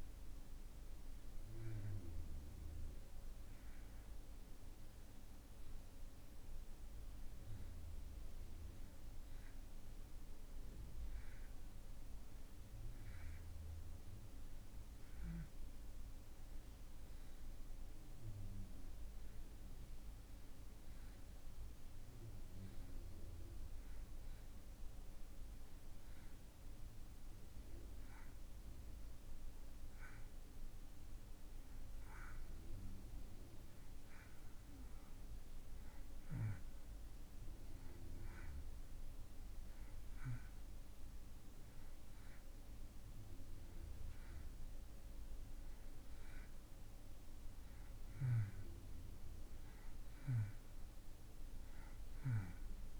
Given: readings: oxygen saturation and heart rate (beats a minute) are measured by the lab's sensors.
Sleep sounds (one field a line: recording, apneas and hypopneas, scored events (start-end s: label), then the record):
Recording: breathing in sleep, hard to hear, by a room microphone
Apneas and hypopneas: none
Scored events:
none scored
From the record:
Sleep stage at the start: N2 (light sleep)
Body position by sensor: on the back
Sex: male